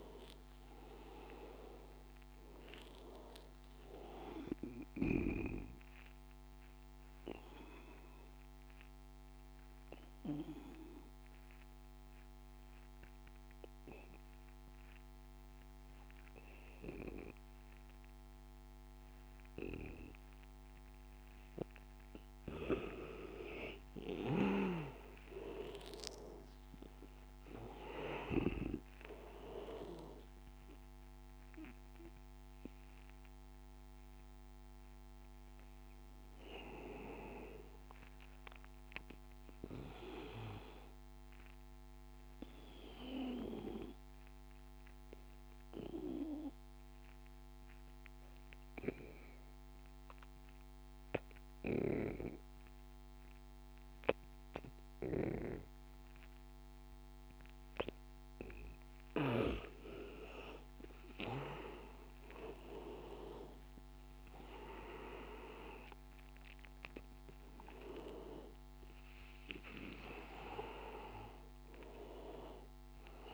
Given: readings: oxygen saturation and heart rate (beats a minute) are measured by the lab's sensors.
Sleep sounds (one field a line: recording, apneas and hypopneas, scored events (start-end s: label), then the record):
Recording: breathing in sleep by a microphone on the trachea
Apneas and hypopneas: 2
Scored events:
6.50-22.00 s: obstructive apnea (oxygen 99% before, 87% lowest, heart rate 94 before, 82 extreme, up 7 after)
19.00-48.00 s: oxygen desaturation (device-marked, oxygen 99% before, 87% lowest, heart rate 91 before, 83 extreme)
23.50-27.00 s: arousal
42.00-59.00 s: obstructive apnea (oxygen 98% before, 87% lowest, heart rate 87 before, 83 extreme, up 4 after)
60.00-73.33 s: oxygen desaturation (device-marked, oxygen 99% before, 90% lowest, heart rate 86 before, 82 extreme)
61.00-65.50 s: arousal
From the record:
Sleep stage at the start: N2 (light sleep)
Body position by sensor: on the back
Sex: male